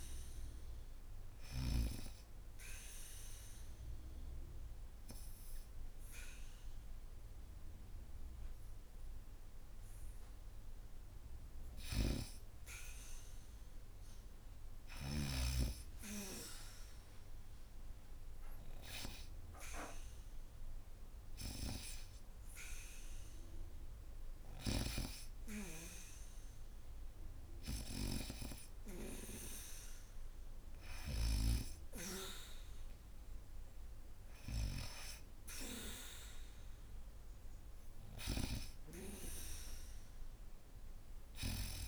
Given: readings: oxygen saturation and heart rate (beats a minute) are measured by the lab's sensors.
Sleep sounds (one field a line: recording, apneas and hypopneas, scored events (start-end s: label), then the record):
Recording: breathing in sleep by a room microphone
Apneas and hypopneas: 2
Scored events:
0.50-11.00 s: obstructive apnea (oxygen 99% before, 90% lowest, heart rate 80 before, 74 extreme, up 0 after)
12.50-14.50 s: arousal
13.00-34.00 s: oxygen desaturation (device-marked, oxygen 97% before, 90% lowest, heart rate 79 before, 74 extreme)
16.50-28.00 s: hypopnea (oxygen 99% before, 84% lowest, heart rate 78 before, 74 extreme, up 2 after)
35.00-38.50 s: arousal
From the record:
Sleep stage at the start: N2 (light sleep)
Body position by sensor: on the back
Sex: female